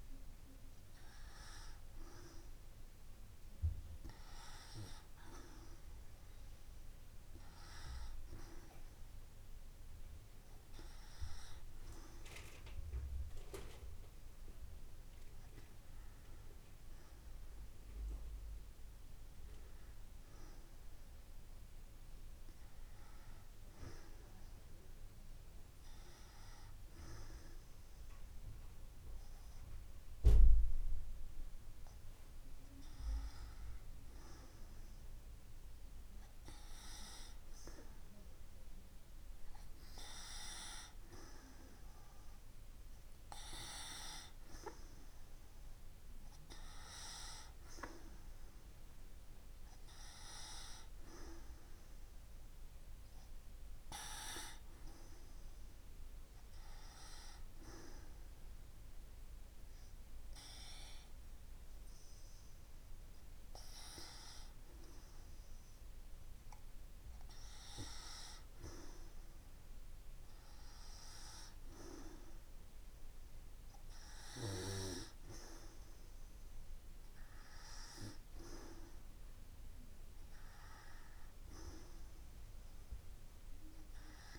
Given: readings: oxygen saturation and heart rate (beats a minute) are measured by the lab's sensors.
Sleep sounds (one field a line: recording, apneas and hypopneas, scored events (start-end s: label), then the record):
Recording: breathing in sleep by a room microphone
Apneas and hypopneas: none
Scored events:
79.00-83.00 s: arousal
From the record:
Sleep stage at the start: N2 (light sleep)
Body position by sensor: on the back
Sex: female